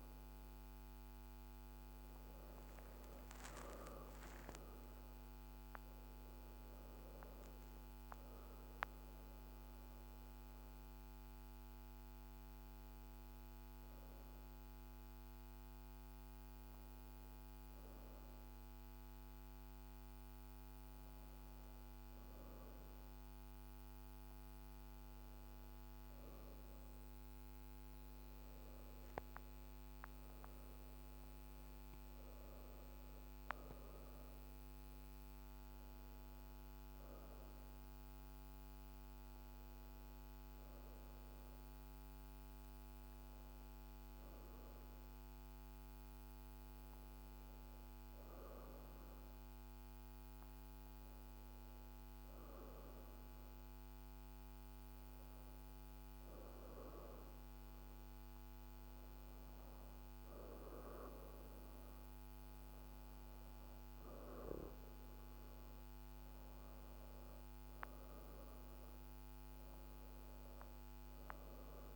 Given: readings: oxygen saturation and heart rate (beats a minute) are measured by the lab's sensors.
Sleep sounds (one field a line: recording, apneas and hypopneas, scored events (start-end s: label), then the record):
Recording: breathing in sleep, hard to hear, by a microphone on the trachea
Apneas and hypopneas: 2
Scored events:
0.00-24.00 s: oxygen desaturation (device-marked, oxygen 93% lowest)
5.50-10.50 s: arousal
13.50-26.50 s: hypopnea (oxygen 97% before, 92% lowest)
25.00-71.96 s: new sleep stage, N2 (light sleep)
29.50-35.00 s: arousal
33.00-48.00 s: oxygen desaturation (device-marked, oxygen 97% before, 93% lowest)
41.00-57.50 s: hypopnea (oxygen 97% before, 91% lowest)
59.00-71.96 s: oxygen desaturation (device-marked, oxygen 96% before, 92% lowest)
61.00-66.50 s: arousal
From the record:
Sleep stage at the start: N1 (lightest sleep)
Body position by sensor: on the back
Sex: female